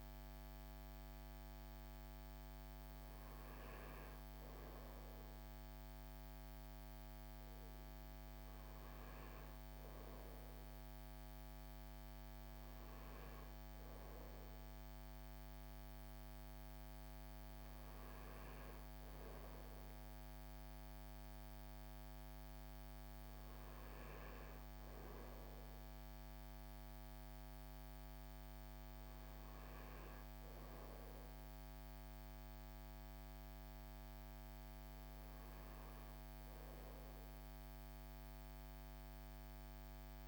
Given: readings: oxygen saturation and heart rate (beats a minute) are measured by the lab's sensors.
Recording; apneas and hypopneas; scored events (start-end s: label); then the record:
breathing in sleep, hard to hear, by a microphone on the trachea; none
none scored
From the record:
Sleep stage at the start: N2 (light sleep); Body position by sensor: on the front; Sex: male